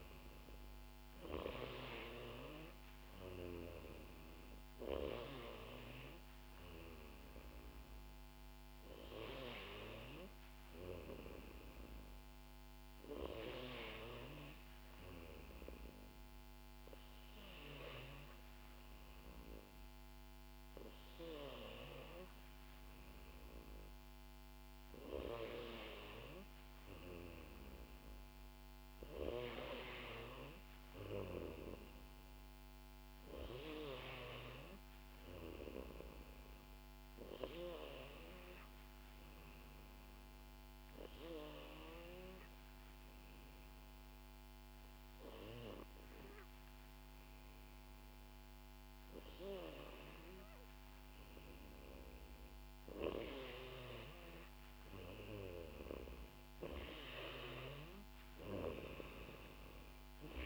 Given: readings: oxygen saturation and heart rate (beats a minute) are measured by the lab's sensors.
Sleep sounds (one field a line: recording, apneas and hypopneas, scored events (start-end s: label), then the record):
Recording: breathing in sleep by a microphone on the trachea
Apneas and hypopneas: 1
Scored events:
0.00-1.00 s: arousal
28.50-32.50 s: arousal
37.00-52.00 s: obstructive apnea (oxygen 93% before, 91% lowest, heart rate 60 before, 60 extreme, up 2 after)
52.50-58.00 s: arousal
From the record:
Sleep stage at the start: N2 (light sleep)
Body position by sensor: on the back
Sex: female